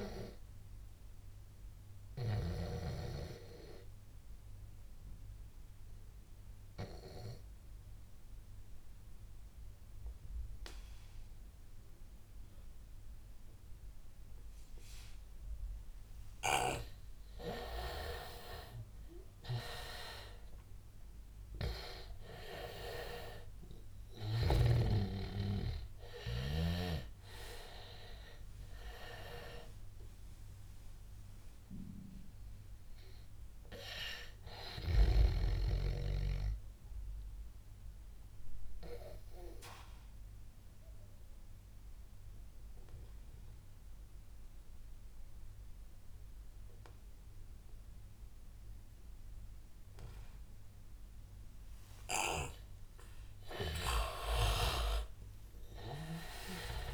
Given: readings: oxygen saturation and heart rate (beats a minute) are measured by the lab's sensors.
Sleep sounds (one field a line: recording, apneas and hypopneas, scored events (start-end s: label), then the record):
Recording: breathing in sleep by a room microphone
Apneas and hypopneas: 2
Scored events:
0.00-9.00 s: oxygen desaturation (device-marked, oxygen 88% lowest, heart rate 86 extreme)
1.00-16.50 s: obstructive apnea (oxygen 98% before, 87% lowest, heart rate 91 before, 86 extreme, up 8 after)
18.00-22.00 s: arousal
24.00-37.00 s: oxygen desaturation (device-marked, oxygen 98% before, 89% lowest, heart rate 88 before, 87 extreme)
37.00-52.00 s: obstructive apnea (oxygen 99% before, 84% lowest, heart rate 92 before, 82 extreme, up 6 after)
52.00-56.94 s: oxygen desaturation (device-marked, oxygen 98% before, 87% lowest, heart rate 91 before, 79 extreme)
54.00-56.94 s: arousal
From the record:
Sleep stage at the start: N2 (light sleep)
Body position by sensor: on the back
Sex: male